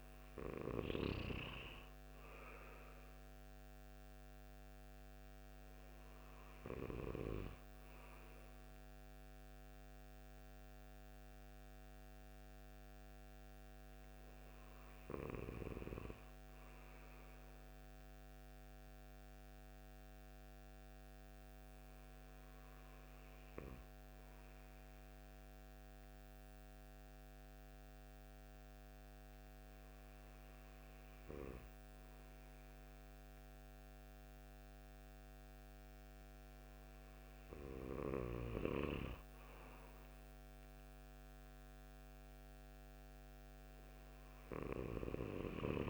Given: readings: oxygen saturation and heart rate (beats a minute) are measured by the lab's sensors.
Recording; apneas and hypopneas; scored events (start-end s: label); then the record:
breathing in sleep by a microphone on the trachea; none
37.50-45.90 s: new sleep stage, REM sleep
From the record:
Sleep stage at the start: N2 (light sleep); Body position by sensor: on the right side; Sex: male